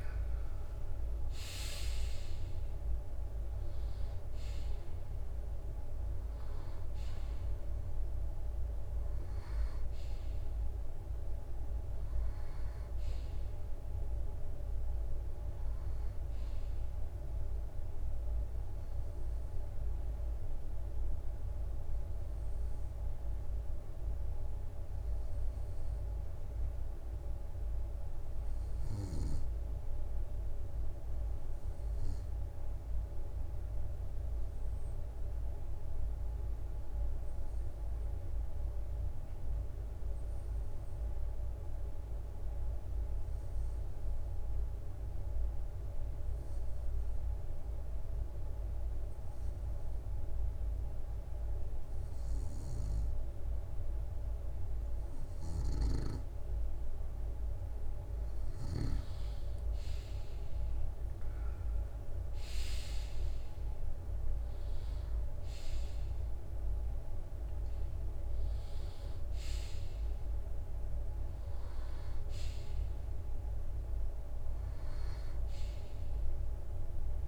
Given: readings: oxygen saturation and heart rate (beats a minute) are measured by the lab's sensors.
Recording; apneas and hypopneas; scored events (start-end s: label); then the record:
breathing in sleep, hard to hear, by a room microphone; 1
0.00-12.50 s: drop in pulse transit time (device-marked, heart rate 66 extreme)
0.00-27.50 s: oxygen desaturation (device-marked, oxygen 90% lowest, heart rate 65 extreme)
2.00-5.50 s: arousal
33.50-53.50 s: obstructive apnea (oxygen 97% before, 92% lowest, heart rate 67 before, 65 extreme, up 1 after)
51.50-71.50 s: oxygen desaturation (device-marked, oxygen 97% before, 92% lowest, heart rate 67 before, 65 extreme)
55.00-58.50 s: snoring (device-marked)
57.50-61.50 s: arousal
61.50-74.50 s: drop in pulse transit time (device-marked, heart rate 66 before, 67 extreme)
From the record:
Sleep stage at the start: N2 (light sleep); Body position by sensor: on the right side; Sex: male